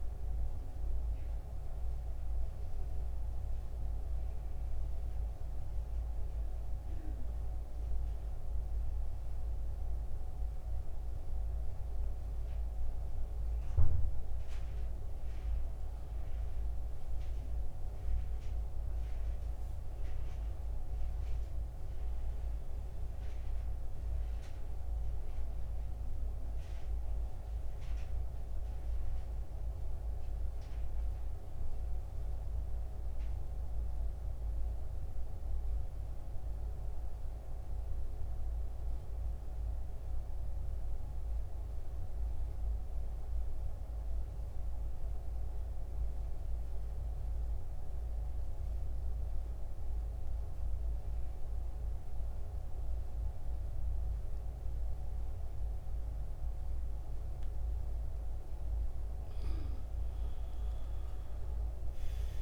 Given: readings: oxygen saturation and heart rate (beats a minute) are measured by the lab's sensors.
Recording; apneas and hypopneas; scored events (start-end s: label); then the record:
breathing in sleep, hard to hear, by a room microphone; 2
1.50-14.00 s: mixed apnea (oxygen 91% before, 87% lowest, heart rate 73 before, 63 extreme, up 13 after)
16.00-20.00 s: arousal
23.00-47.00 s: oxygen desaturation (device-marked, oxygen 96% before, 88% lowest, heart rate 68 before, 65 extreme)
37.00-58.00 s: mixed apnea (oxygen 97% before, 84% lowest, heart rate 74 before, 65 extreme, up 14 after)
60.00-62.42 s: oxygen desaturation (device-marked, oxygen 93% before, 84% lowest, heart rate 67 before, 72 extreme)
61.00-62.42 s: arousal
61.00-62.42 s: new sleep stage, N1 (lightest sleep)
From the record:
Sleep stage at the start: N2 (light sleep); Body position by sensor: on the back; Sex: male